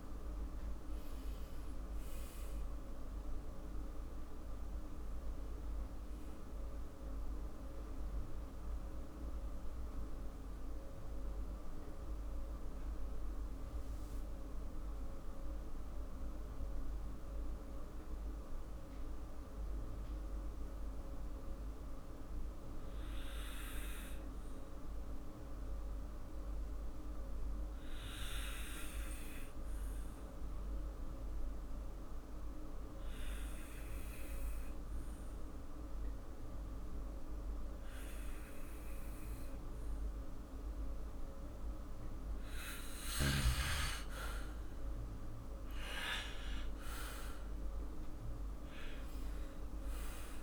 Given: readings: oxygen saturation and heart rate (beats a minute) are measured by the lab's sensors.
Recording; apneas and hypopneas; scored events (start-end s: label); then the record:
breathing in sleep, hard to hear, by a room microphone; 1
0.00-1.50 s: arousal
7.50-42.00 s: mixed apnea (oxygen 99% before, 95% lowest, heart rate 59 before, 49 extreme, up 6 after)
16.00-31.00 s: oxygen desaturation (device-marked, oxygen 98% before, 95% lowest, heart rate 59 before, 53 extreme)
45.00-50.00 s: arousal
From the record:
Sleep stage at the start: N2 (light sleep); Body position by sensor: on the back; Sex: male